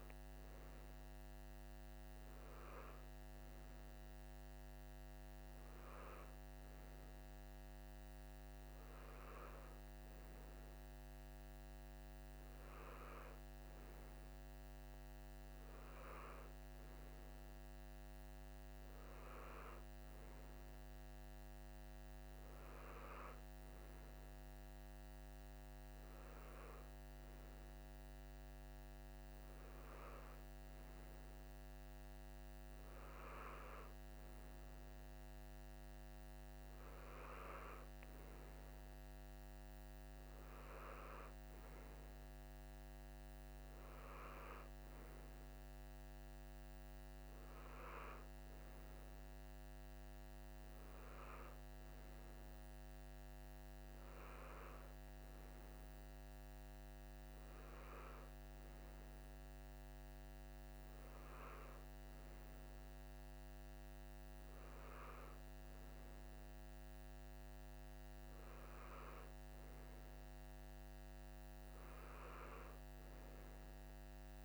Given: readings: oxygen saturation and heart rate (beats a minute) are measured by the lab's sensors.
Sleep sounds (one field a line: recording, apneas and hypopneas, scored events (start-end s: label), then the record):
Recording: breathing in sleep, hard to hear, by a microphone on the trachea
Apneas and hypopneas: none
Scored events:
none scored
From the record:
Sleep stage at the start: N3 (deep sleep)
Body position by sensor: on the right side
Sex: male